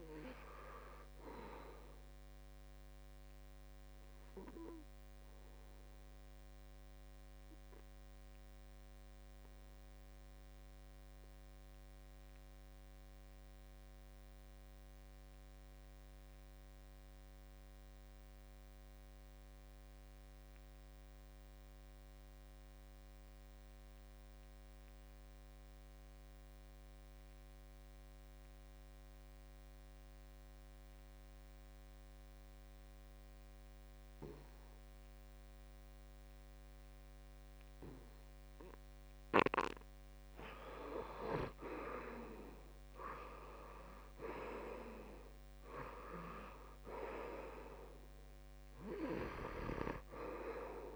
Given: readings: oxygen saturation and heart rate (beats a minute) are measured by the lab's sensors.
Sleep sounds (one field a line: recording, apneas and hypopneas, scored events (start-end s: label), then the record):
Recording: breathing in sleep by a microphone on the trachea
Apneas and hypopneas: 1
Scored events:
0.00-15.50 s: oxygen desaturation (device-marked, oxygen 77% lowest, heart rate 66 extreme)
4.50-39.00 s: obstructive apnea (oxygen 93% before, 77% lowest, heart rate 74 before, 67 extreme, up 7 after)
28.50-50.96 s: oxygen desaturation (device-marked, oxygen 97% before, 77% lowest, heart rate 69 before, 67 extreme)
41.50-45.50 s: arousal
From the record:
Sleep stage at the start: N2 (light sleep)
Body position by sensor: on the back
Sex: male